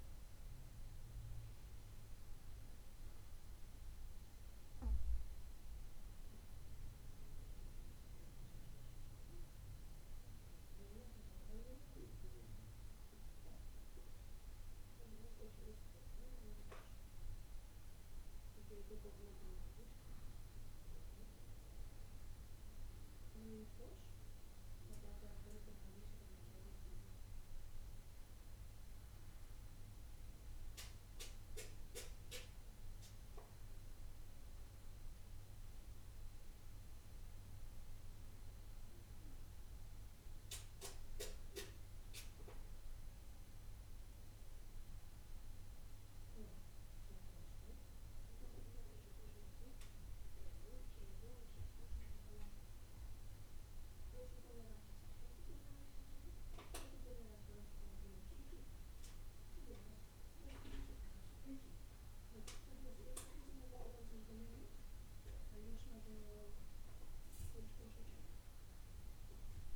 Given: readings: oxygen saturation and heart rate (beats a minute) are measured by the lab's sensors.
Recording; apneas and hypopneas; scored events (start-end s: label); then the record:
breathing in sleep by a room microphone; 1
5.50-18.00 s: hypopnea (oxygen 95% before, 93% lowest, heart rate 71 before, 69 extreme, up 2 after)
20.50-25.50 s: arousal
From the record:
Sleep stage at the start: N2 (light sleep); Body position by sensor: on the back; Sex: male